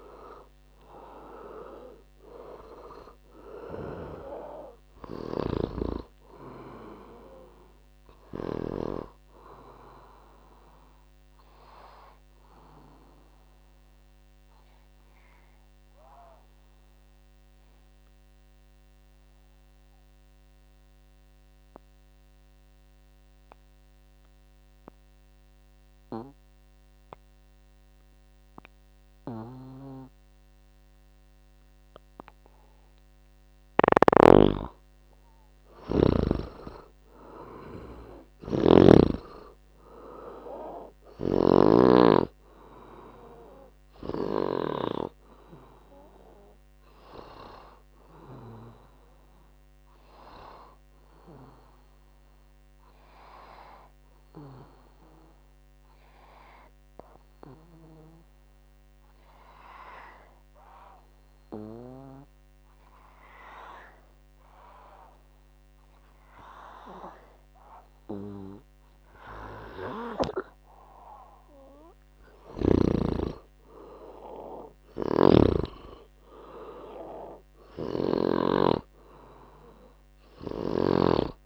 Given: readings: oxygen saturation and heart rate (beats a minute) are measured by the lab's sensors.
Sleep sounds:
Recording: breathing in sleep by a microphone on the trachea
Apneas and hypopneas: 2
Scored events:
0.00-5.50 s: snoring (device-marked)
0.50-26.50 s: oxygen desaturation (device-marked, oxygen 99% before, 86% lowest, heart rate 60 before, 57 extreme)
11.50-32.50 s: obstructive apnea (oxygen 99% before, 86% lowest, heart rate 65 before, 60 extreme, up 6 after)
33.50-41.50 s: snoring (device-marked)
37.50-40.50 s: arousal
39.50-63.50 s: oxygen desaturation (device-marked, oxygen 99% before, 86% lowest, heart rate 65 before, 61 extreme)
46.00-69.50 s: obstructive apnea (oxygen 99% before, 86% lowest, heart rate 68 before, 61 extreme, up 8 after)
72.00-75.00 s: arousal
72.00-75.50 s: snoring (device-marked)
77.50-81.00 s: snoring (device-marked)
77.50-81.46 s: oxygen desaturation (device-marked, oxygen 98% before, 88% lowest, heart rate 65 before, 61 extreme)
From the record:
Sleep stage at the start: N2 (light sleep)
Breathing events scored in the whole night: 176 in 3.6 hours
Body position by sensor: on the back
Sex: male

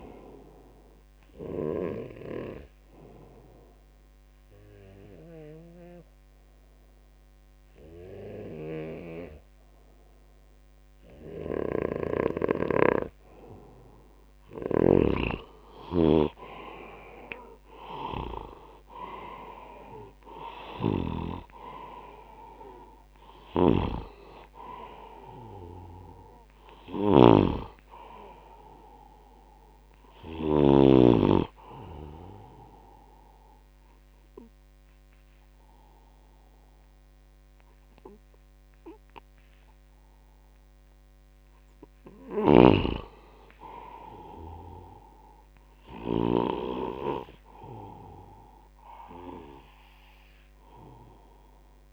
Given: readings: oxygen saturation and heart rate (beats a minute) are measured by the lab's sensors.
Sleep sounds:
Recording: breathing in sleep by a microphone on the trachea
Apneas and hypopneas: 2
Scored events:
0.00-30.00 s: oxygen desaturation (device-marked, oxygen 73% lowest, heart rate 74 extreme)
2.50-13.50 s: obstructive apnea (oxygen 94% before, 73% lowest, heart rate 83 before, 78 extreme, up 12 after)
11.00-30.50 s: snoring (device-marked)
16.00-20.00 s: arousal
32.00-43.00 s: obstructive apnea (oxygen 84% before, 81% lowest, heart rate 90 before, 70 extreme)
42.00-46.50 s: snoring (device-marked)
46.50-50.00 s: arousal
From the record:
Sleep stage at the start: REM sleep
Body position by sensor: on the back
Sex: male

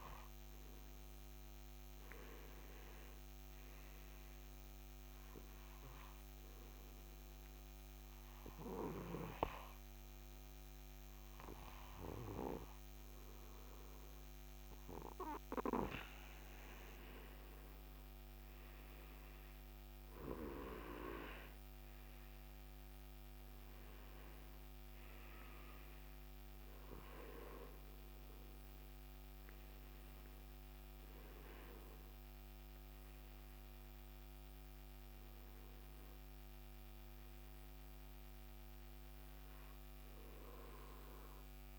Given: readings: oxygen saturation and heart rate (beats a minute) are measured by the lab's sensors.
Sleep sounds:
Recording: breathing in sleep by a microphone on the trachea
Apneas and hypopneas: 1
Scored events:
5.50-16.50 s: obstructive apnea (oxygen 96% before, 93% lowest, heart rate 64 before, 63 extreme, up 5 after)
18.50-21.50 s: arousal
26.50-35.50 s: oxygen desaturation (device-marked, oxygen 96% before, 93% lowest, heart rate 65 before, 66 extreme)
From the record:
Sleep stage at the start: N2 (light sleep)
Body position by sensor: on the right side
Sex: male

